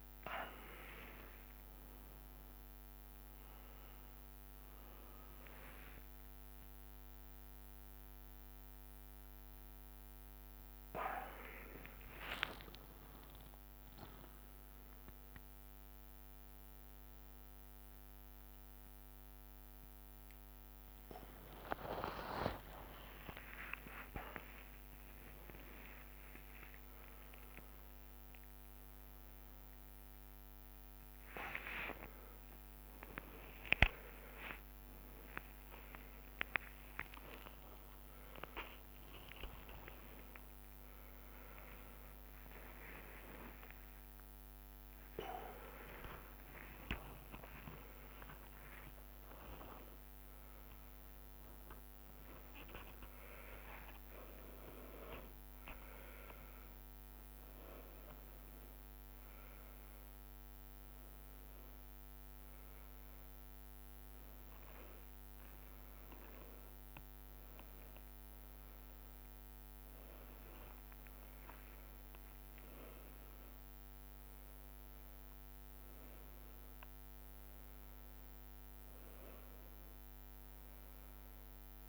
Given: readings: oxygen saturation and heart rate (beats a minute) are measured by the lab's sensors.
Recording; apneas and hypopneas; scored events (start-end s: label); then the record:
a person awake in a sleep study, by a microphone on the trachea; none
1.00-3.00 s: long interval between heartbeats (device-marked, heart rate 79 before, 88 extreme)
13.50-15.50 s: long interval between heartbeats (device-marked, heart rate 79 before, 81 extreme)
20.00-26.00 s: tachycardia (device-marked, heart rate 80 before, 119 extreme)
22.00-24.00 s: long interval between heartbeats (device-marked, heart rate 79 before, 80 extreme)
33.00-52.00 s: tachycardia (device-marked, heart rate 81 before, 143 extreme)
37.00-39.00 s: long interval between heartbeats (device-marked, heart rate 94 before, 123 extreme)
39.00-41.00 s: long interval between heartbeats (device-marked, heart rate 99 before, 126 extreme)
41.00 s: drop in pulse transit time (device-marked)
42.50-44.50 s: long interval between heartbeats (device-marked, heart rate 107 before, 119 extreme)
44.00-53.00 s: drop in pulse transit time (device-marked, heart rate 109 before, 113 extreme)
45.50-47.50 s: long interval between heartbeats (device-marked, heart rate 110 before, 113 extreme)
48.50-50.50 s: long interval between heartbeats (device-marked, heart rate 109 before, 134 extreme)
53.50-55.50 s: long interval between heartbeats (device-marked, heart rate 121 before, 107 extreme)
71.00-73.00 s: long interval between heartbeats (device-marked, heart rate 100 before, 100 extreme)
72.00-74.00 s: tachycardia (device-marked, heart rate 84 before, 100 extreme)
From the record:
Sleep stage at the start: awake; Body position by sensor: on the right side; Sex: male